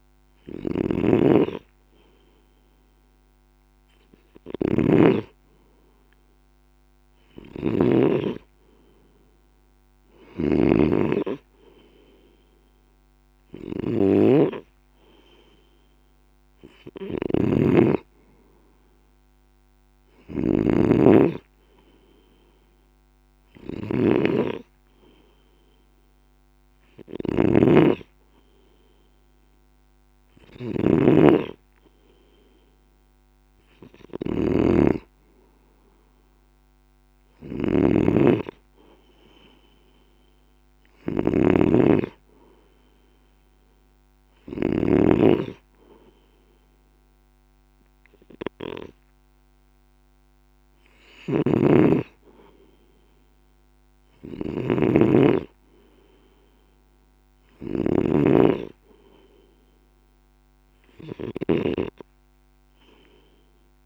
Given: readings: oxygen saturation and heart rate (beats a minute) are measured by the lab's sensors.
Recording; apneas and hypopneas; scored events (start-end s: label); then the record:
breathing in sleep by a microphone on the trachea; none
0.00-44.50 s: snoring (device-marked)
50.50-63.86 s: snoring (device-marked)
From the record:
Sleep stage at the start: N2 (light sleep); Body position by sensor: on the left side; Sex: male